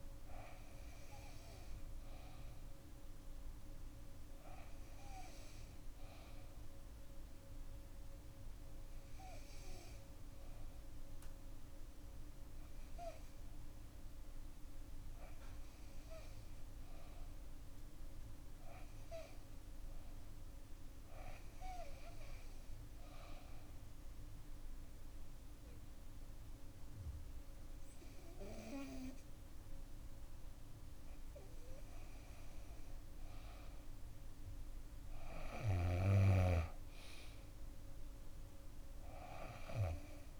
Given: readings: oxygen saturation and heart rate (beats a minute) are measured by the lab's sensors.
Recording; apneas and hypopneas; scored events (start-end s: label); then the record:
breathing in sleep by a room microphone; none
25.00-29.00 s: bradycardia (device-marked, heart rate 65 before, 58 extreme)
25.50-30.00 s: arousal
From the record:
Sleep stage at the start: N2 (light sleep); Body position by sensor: on the back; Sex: female